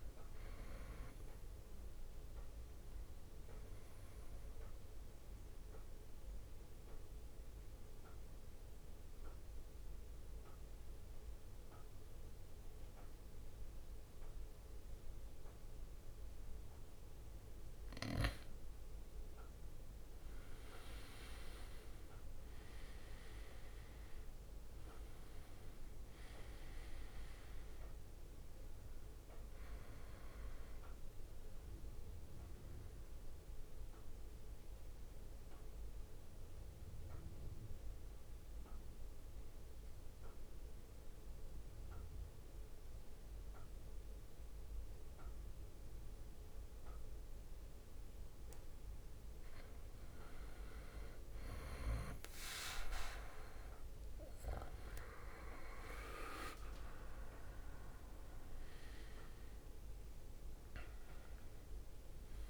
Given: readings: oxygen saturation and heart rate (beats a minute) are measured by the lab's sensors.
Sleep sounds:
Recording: breathing in sleep by a room microphone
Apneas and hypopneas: 2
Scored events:
0.00-11.50 s: oxygen desaturation (device-marked, oxygen 92% lowest, heart rate 56 extreme)
2.00-18.50 s: mixed apnea (oxygen 96% before, 92% lowest, heart rate 64 before, 54 extreme, up 12 after)
20.00-24.00 s: arousal
24.50-41.50 s: oxygen desaturation (device-marked, oxygen 97% before, 93% lowest, heart rate 60 before, 54 extreme)
35.50-49.50 s: mixed apnea (oxygen 97% before, 91% lowest, heart rate 63 before, 53 extreme, up 17 after)
48.50-50.50 s: long interval between heartbeats (device-marked, heart rate 57 before, 68 extreme)
50.50-62.50 s: oxygen desaturation (device-marked, oxygen 98% before, 93% lowest, heart rate 58 before, 52 extreme)
51.50-55.50 s: arousal
55.50-62.50 s: drop in pulse transit time (device-marked, heart rate 60 before, 56 extreme)
From the record:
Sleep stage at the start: N2 (light sleep)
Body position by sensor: on the back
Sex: male

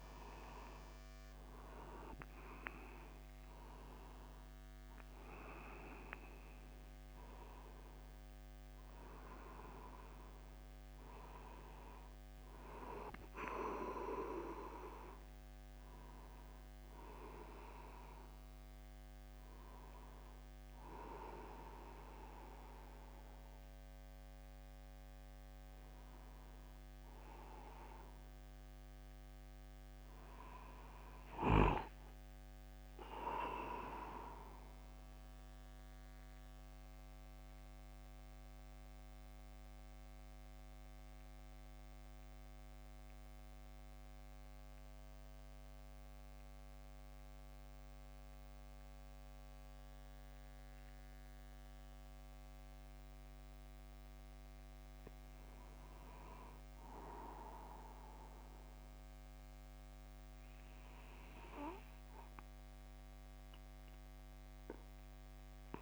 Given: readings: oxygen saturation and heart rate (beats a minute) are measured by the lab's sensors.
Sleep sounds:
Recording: breathing in sleep by a microphone on the trachea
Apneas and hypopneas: 1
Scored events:
11.50-13.50 s: long interval between heartbeats (device-marked, heart rate 50 before, 58 extreme)
29.00-32.50 s: arousal
32.50-34.50 s: long interval between heartbeats (device-marked, heart rate 53 before, 60 extreme)
36.00-54.00 s: mixed apnea (oxygen 96% before, 93% lowest, heart rate 54 before, 49 extreme, up 0 after)
57.00-61.00 s: arousal
From the record:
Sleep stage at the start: N2 (light sleep)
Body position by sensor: upright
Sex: male

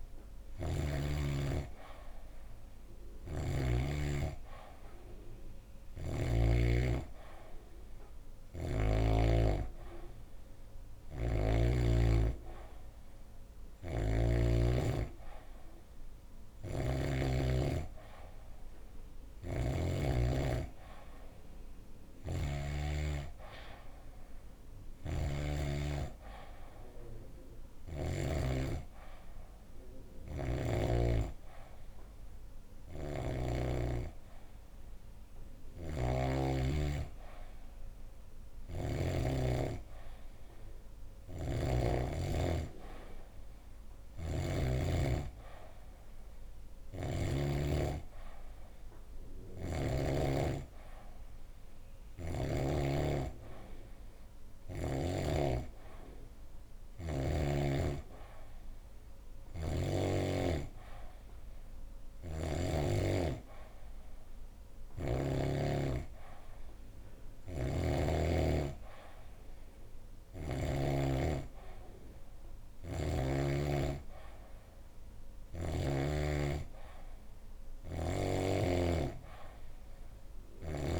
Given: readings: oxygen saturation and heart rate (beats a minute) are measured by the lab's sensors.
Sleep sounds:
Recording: breathing in sleep by a room microphone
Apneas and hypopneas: none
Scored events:
0.00-3.50 s: snoring (device-marked)
10.50-14.00 s: snoring (device-marked)
16.00-22.50 s: snoring (device-marked)
24.50-28.00 s: snoring (device-marked)
32.50-39.00 s: snoring (device-marked)
43.50-47.00 s: snoring (device-marked)
51.50-55.00 s: snoring (device-marked)
67.00-70.50 s: snoring (device-marked)
80.00-81.00 s: snoring (device-marked)
From the record:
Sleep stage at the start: N2 (light sleep)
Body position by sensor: on the back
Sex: female

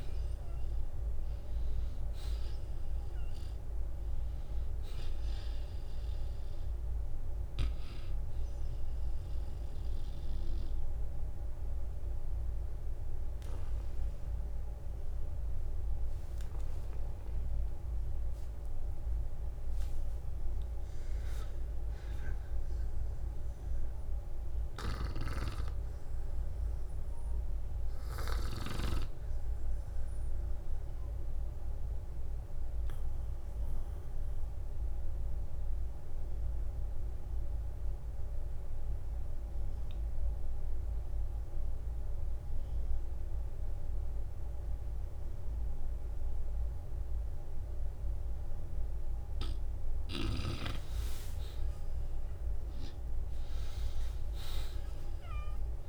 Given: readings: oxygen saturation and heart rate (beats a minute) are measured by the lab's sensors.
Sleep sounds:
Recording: breathing in sleep by a room microphone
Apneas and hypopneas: 2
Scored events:
8.50-19.50 s: obstructive apnea (oxygen 96% before, 87% lowest, heart rate 58 before, 47 extreme, up 15 after)
20.00-33.00 s: oxygen desaturation (device-marked, oxygen 93% before, 87% lowest, heart rate 60 before, 47 extreme)
21.00-25.00 s: arousal
31.50-33.50 s: long interval between heartbeats (device-marked, heart rate 62 before, 58 extreme)
36.50-48.50 s: obstructive apnea (oxygen 96% before, 84% lowest, heart rate 61 before, 52 extreme, up 13 after)
45.00-55.89 s: oxygen desaturation (device-marked, oxygen 96% before, 91% lowest, heart rate 56 before, 51 extreme)
51.00-55.89 s: arousal
From the record:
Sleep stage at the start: N2 (light sleep)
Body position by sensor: on the back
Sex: male

